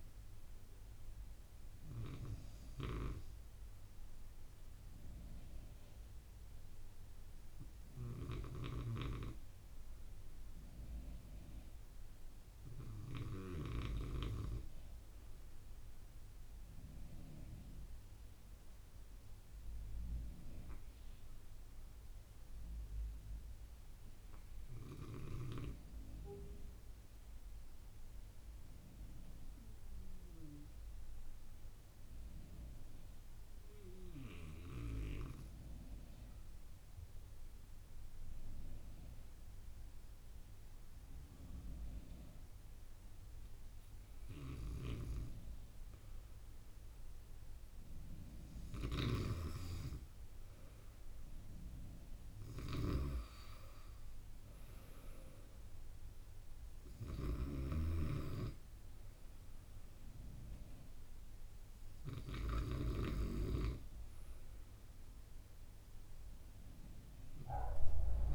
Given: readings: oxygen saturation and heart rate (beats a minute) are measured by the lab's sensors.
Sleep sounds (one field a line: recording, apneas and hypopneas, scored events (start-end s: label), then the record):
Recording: breathing in sleep by a room microphone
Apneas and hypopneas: 1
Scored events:
28.50-48.00 s: obstructive apnea (oxygen 97% before, 93% lowest)
43.00-58.00 s: oxygen desaturation (device-marked, oxygen 96% before, 93% lowest)
49.00-63.00 s: snoring (device-marked)
50.50-53.50 s: arousal
64.00-68.35 s: new sleep stage, N1 (lightest sleep)
From the record:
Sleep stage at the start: N2 (light sleep)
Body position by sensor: on the right side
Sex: male